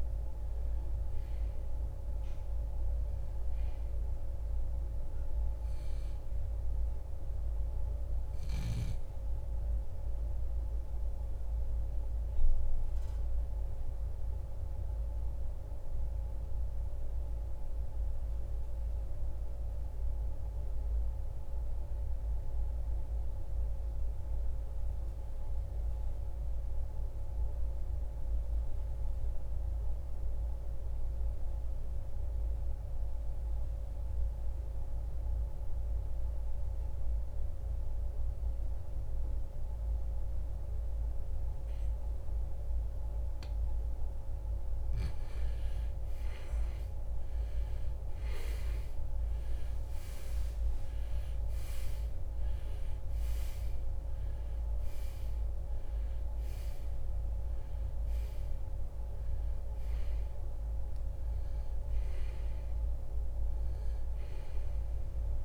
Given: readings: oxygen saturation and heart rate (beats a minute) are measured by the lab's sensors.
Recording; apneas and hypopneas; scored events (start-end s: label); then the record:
breathing in sleep, hard to hear, by a room microphone; 1
0.00-22.50 s: oxygen desaturation (device-marked, oxygen 79% lowest, heart rate 49 extreme)
9.00-44.50 s: obstructive apnea (oxygen 95% before, 79% lowest, heart rate 79 before, 49 extreme, up 39 after)
44.50-65.44 s: oxygen desaturation (device-marked, oxygen 97% before, 81% lowest, heart rate 63 before, 56 extreme)
46.50-51.00 s: arousal
From the record:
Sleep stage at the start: N2 (light sleep); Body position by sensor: on the right side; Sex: male